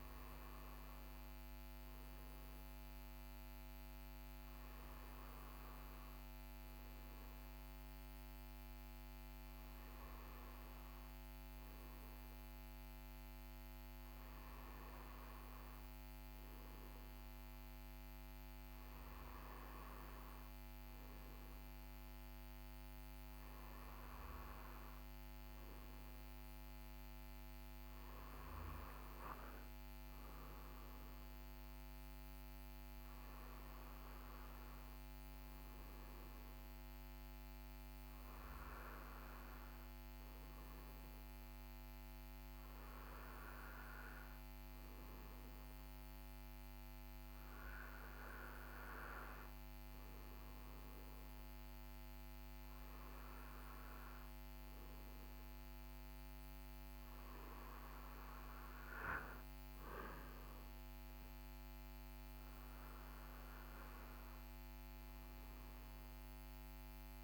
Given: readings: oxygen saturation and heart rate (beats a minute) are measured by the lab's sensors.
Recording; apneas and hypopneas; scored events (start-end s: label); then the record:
breathing in sleep, hard to hear, by a microphone on the trachea; none
none scored
From the record:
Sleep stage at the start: N1 (lightest sleep); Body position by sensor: on the right side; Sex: male